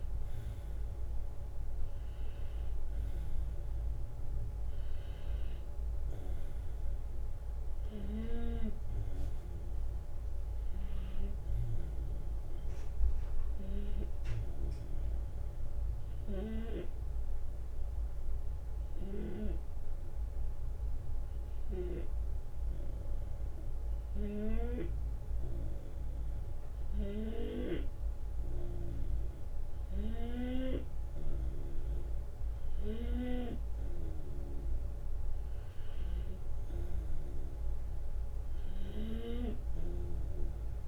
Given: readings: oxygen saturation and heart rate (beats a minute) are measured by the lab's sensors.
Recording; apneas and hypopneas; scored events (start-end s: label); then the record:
breathing in sleep by a room microphone; 1
0.00-1.00 s: arousal
15.50-27.50 s: obstructive apnea (oxygen 94% before, 91% lowest)
29.50-32.50 s: arousal
From the record:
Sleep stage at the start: N2 (light sleep); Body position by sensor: on the left side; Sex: male